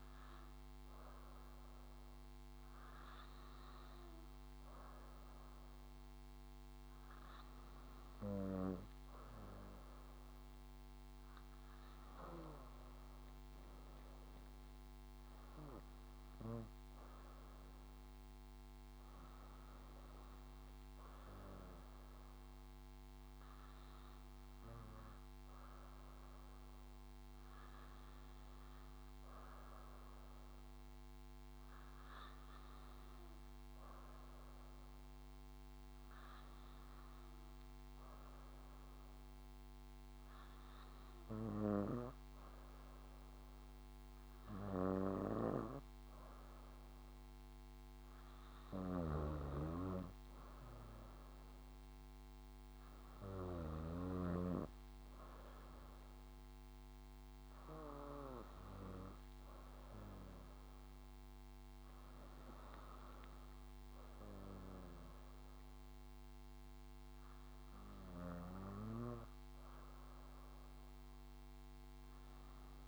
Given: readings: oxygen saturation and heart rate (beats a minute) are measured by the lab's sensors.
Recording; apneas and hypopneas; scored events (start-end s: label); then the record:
breathing in sleep by a microphone on the trachea; none
0.00-1.00 s: arousal
2.50-14.50 s: oxygen desaturation (device-marked, oxygen 98% before, 96% lowest, heart rate 63 before, 54 extreme)
45.50-54.00 s: snoring (device-marked)
70.00-72.88 s: arousal
From the record:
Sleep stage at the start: N2 (light sleep); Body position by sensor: on the back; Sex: female